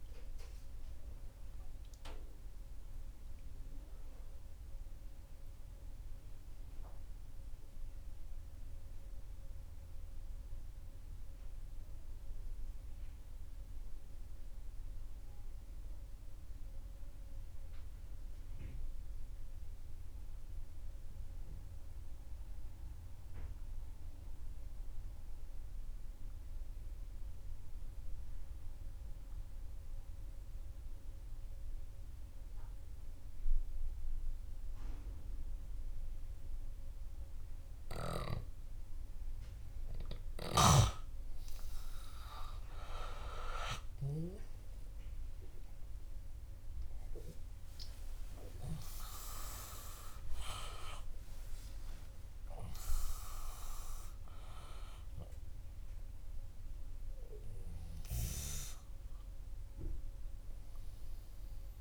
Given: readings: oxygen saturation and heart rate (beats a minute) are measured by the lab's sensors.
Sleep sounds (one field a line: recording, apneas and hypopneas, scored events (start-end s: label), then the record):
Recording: breathing in sleep by a room microphone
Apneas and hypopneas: 1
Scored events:
2.50-38.00 s: obstructive apnea (oxygen 100% before, 93% lowest, heart rate 71 before, 63 extreme, up 7 after)
41.00-45.00 s: snoring (device-marked)
48.00-52.50 s: arousal
From the record:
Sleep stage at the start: N2 (light sleep)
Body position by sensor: on the back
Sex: male